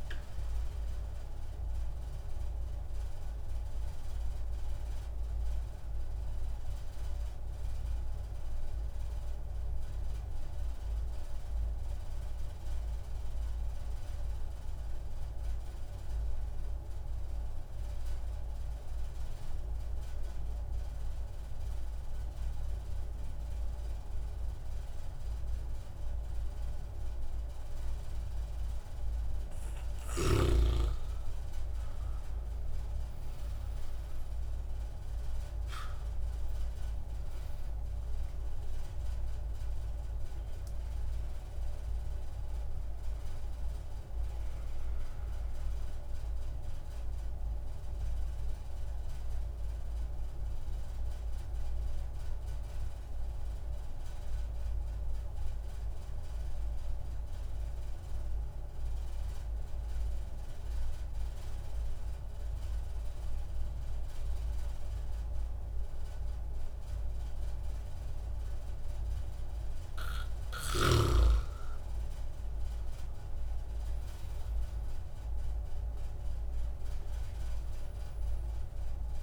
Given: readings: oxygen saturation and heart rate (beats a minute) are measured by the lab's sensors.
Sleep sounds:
breathing in sleep, hard to hear, by a room microphone; 2
2.00-28.50 s: obstructive apnea (oxygen 98% before, 92% lowest)
30.00-33.00 s: arousal
32.50-59.50 s: oxygen desaturation (device-marked, oxygen 97% before, 92% lowest)
47.50-69.50 s: obstructive apnea (oxygen 98% before, 92% lowest)
71.00-73.50 s: arousal
From the record:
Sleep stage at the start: N2 (light sleep); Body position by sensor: on the back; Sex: male

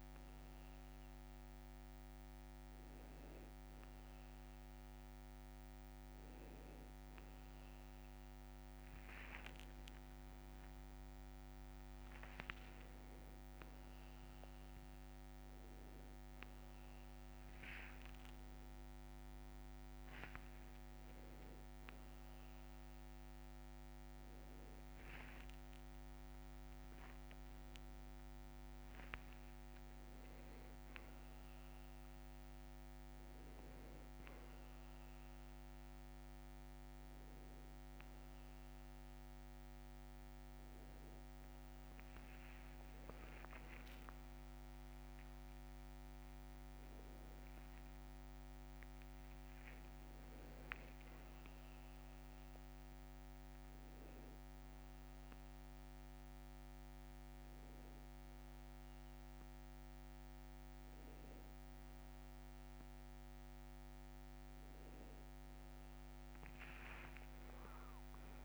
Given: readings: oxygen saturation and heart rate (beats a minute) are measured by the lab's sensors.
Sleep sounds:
a person awake in a sleep study, hard to hear, by a microphone on the trachea; none
8.00-13.00 s: tachycardia (device-marked, heart rate 84 before, 114 extreme)
10.00-12.00 s: long interval between heartbeats (device-marked, heart rate 63 before, 94 extreme)
18.50-20.50 s: long interval between heartbeats (device-marked, heart rate 78 before, 71 extreme)
28.50-30.50 s: long interval between heartbeats (device-marked, heart rate 89 before, 92 extreme)
41.00-49.00 s: tachycardia (device-marked, heart rate 85 before, 152 extreme)
41.50-43.50 s: long interval between heartbeats (device-marked, heart rate 80 before, 70 extreme)
43.50-45.50 s: long interval between heartbeats (device-marked, heart rate 78 before, 95 extreme)
45.50-47.50 s: long interval between heartbeats (device-marked, heart rate 79 before, 123 extreme)
47.50-49.50 s: long interval between heartbeats (device-marked, heart rate 85 before, 151 extreme)
63.00-68.45 s: new sleep stage, N1 (lightest sleep)
65.00-68.45 s: tachycardia (device-marked, heart rate 82 before, 179 extreme)
From the record:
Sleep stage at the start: awake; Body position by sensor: on the back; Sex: male

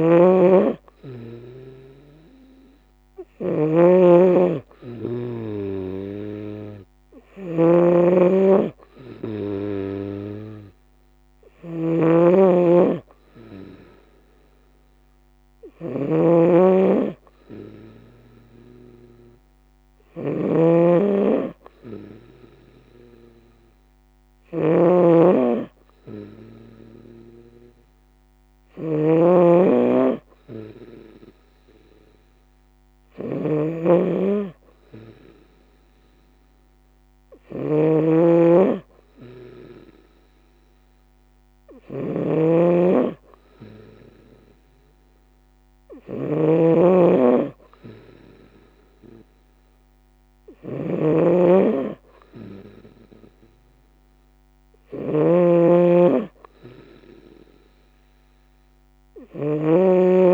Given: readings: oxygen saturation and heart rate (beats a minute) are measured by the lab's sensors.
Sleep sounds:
breathing in sleep by a microphone on the trachea; none
0.00-60.34 s: snoring (device-marked)
4.00-21.00 s: oxygen desaturation (device-marked, oxygen 92% before, 89% lowest, heart rate 66 before, 65 extreme)
From the record:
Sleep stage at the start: N2 (light sleep); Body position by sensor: on the right side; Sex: female

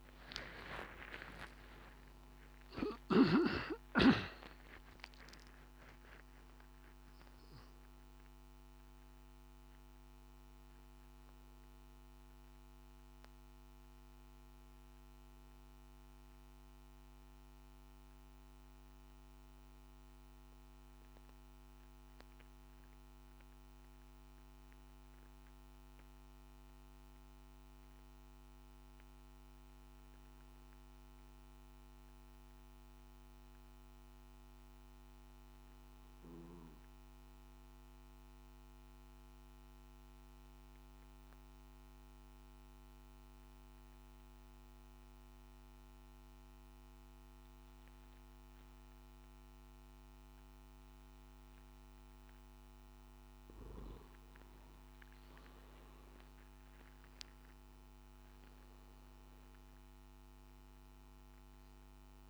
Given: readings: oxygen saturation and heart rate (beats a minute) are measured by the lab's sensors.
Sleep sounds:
breathing in sleep by a microphone on the trachea; 1
0.00-33.00 s: oxygen desaturation (device-marked, oxygen 87% lowest, heart rate 52 extreme)
34.00-53.50 s: obstructive apnea (oxygen 97% before, 91% lowest, heart rate 58 before, 52 extreme, up 14 after)
From the record:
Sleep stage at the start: N2 (light sleep); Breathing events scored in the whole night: 225 in 4.0 hours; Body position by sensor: on the back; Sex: male

